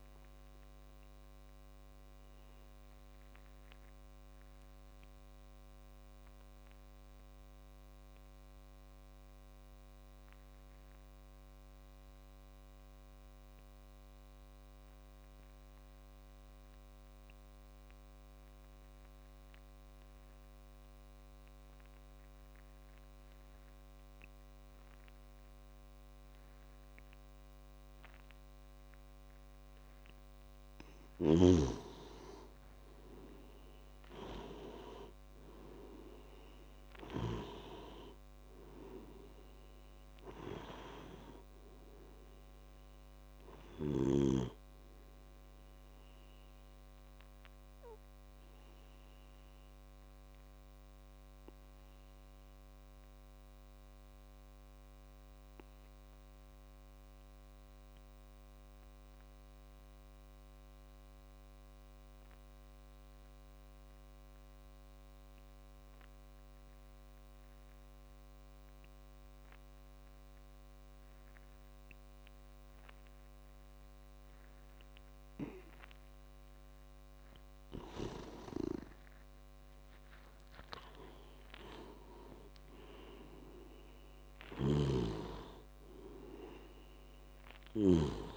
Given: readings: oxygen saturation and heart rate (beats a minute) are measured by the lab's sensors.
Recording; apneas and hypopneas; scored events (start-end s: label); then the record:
breathing in sleep by a microphone on the trachea; 2
0.00-6.50 s: oxygen desaturation (device-marked, oxygen 89% lowest)
1.00-29.50 s: obstructive apnea (oxygen 97% before, 88% lowest)
24.50-59.50 s: oxygen desaturation (device-marked, oxygen 98% before, 88% lowest)
31.00-37.50 s: snoring (device-marked)
32.00-36.00 s: arousal
48.00-76.50 s: obstructive apnea (oxygen 98% before, 88% lowest)
75.50-88.37 s: oxygen desaturation (device-marked, oxygen 98% before, 89% lowest)
78.00-81.50 s: arousal
84.00-88.00 s: snoring (device-marked)
From the record:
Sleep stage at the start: N2 (light sleep); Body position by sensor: on the back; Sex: male